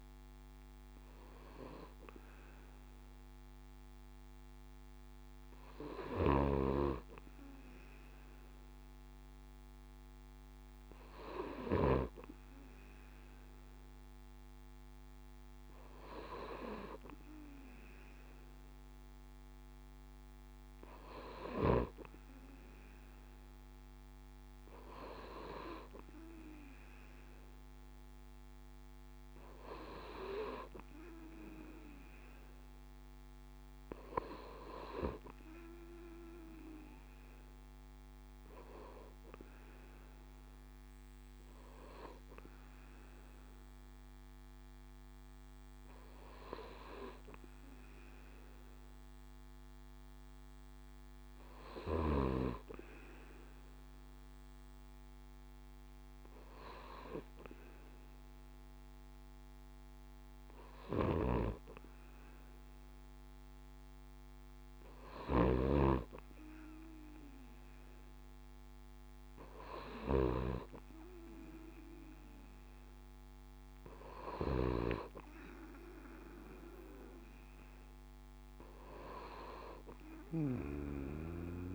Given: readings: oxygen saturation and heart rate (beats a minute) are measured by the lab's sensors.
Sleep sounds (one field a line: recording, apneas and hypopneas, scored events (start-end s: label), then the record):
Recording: breathing in sleep by a microphone on the trachea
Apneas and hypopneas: none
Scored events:
6.00-12.00 s: bradycardia (device-marked, heart rate 69 before, 56 extreme)
From the record:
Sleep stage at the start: N2 (light sleep)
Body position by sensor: on the right side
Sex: male